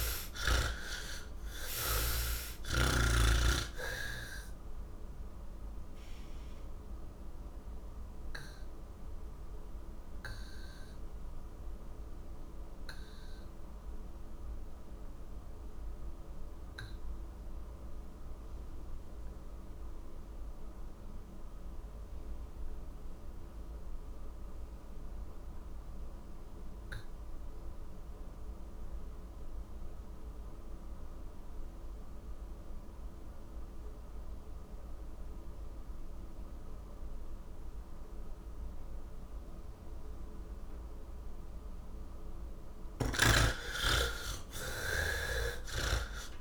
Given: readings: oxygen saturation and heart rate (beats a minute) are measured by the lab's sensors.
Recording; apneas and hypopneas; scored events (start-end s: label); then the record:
breathing in sleep by a room microphone; 1
0.00-2.00 s: snoring (device-marked)
0.00-22.50 s: oxygen desaturation (device-marked, oxygen 65% lowest, heart rate 75 extreme)
5.00-41.50 s: mixed apnea (oxygen 90% before, 65% lowest, heart rate 137 before, 45 extreme)
24.50-46.41 s: oxygen desaturation (device-marked, oxygen 97% before, 66% lowest, heart rate 109 before, 45 extreme)
28.50-46.41 s: new sleep stage, N3 (deep sleep)
42.50-46.41 s: snoring (device-marked)
From the record:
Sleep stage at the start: N2 (light sleep); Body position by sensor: on the back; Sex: male